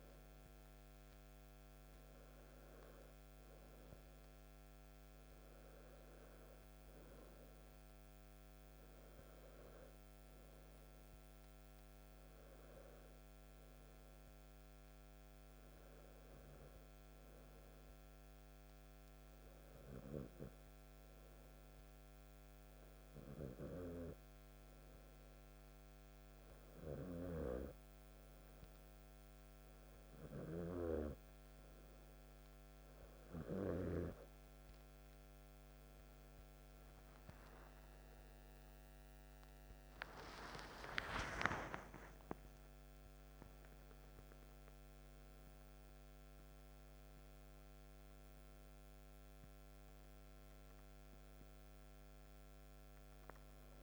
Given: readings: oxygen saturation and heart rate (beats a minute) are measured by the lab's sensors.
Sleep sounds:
breathing in sleep by a microphone on the trachea; 1
14.50-35.50 s: hypopnea (oxygen 97% before, 95% lowest, heart rate 61 before, 60 extreme, up 9 after)
38.00-42.00 s: arousal
From the record:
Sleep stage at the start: N2 (light sleep); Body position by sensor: on the back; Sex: male

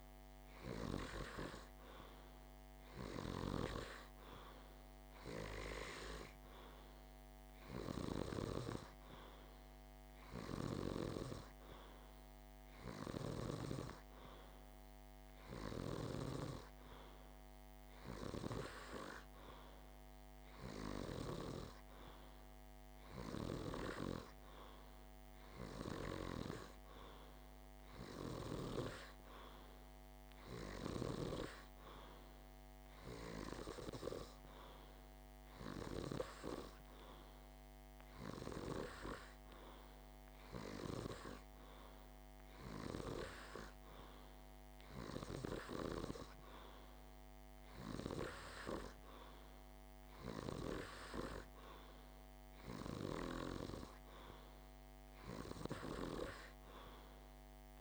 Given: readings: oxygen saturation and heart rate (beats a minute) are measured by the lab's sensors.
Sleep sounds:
breathing in sleep by a microphone on the trachea; none
none scored
From the record:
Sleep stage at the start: N2 (light sleep); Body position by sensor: on the back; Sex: male

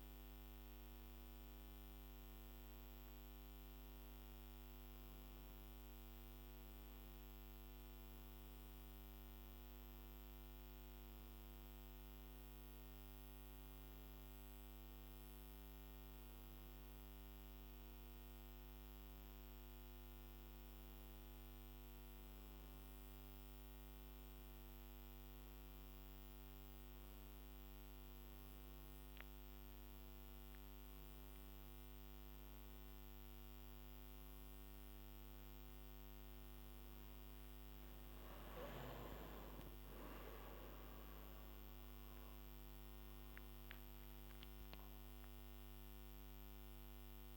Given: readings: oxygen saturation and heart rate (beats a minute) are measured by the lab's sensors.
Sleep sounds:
a person awake in a sleep study, hard to hear, by a microphone on the trachea; none
none scored
From the record:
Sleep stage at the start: awake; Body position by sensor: on the back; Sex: male

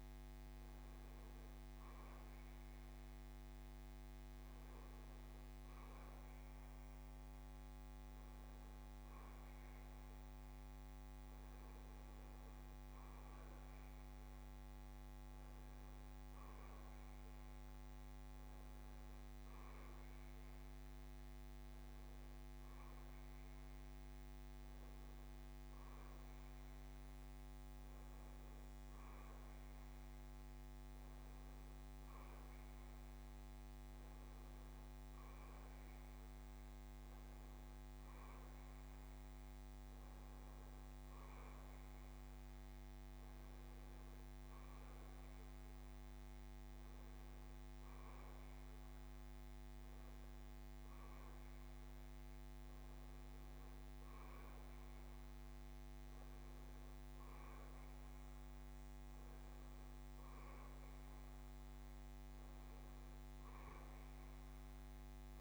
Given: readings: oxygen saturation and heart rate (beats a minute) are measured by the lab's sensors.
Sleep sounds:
breathing in sleep, hard to hear, by a microphone on the trachea; none
none scored
From the record:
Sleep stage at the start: N1 (lightest sleep); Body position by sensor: on the back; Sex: male

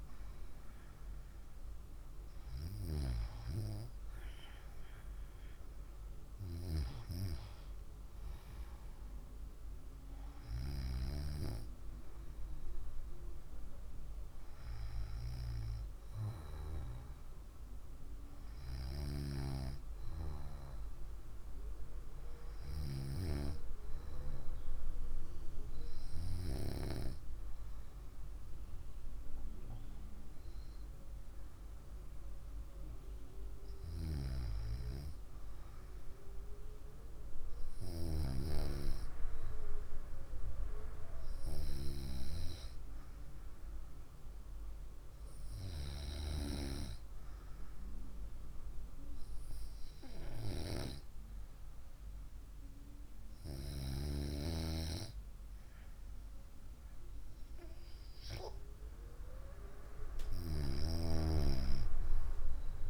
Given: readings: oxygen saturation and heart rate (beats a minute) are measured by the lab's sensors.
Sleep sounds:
breathing in sleep by a room microphone; 1
28.00-32.50 s: arousal
40.50-57.50 s: hypopnea (oxygen 95% before, 94% lowest, heart rate 64 before, 64 extreme, up 1 after)
59.00-62.90 s: arousal
From the record:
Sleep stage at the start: REM sleep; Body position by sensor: on the right side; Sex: female

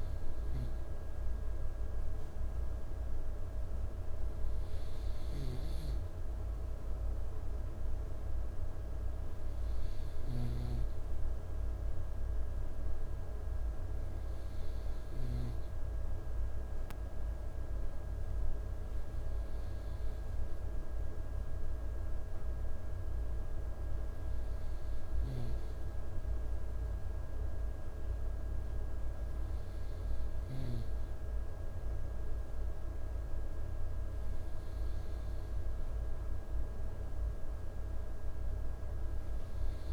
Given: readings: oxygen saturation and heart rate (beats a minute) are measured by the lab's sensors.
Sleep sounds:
breathing in sleep, hard to hear, by a room microphone; none
none scored
From the record:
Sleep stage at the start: N2 (light sleep); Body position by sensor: on the right side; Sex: male

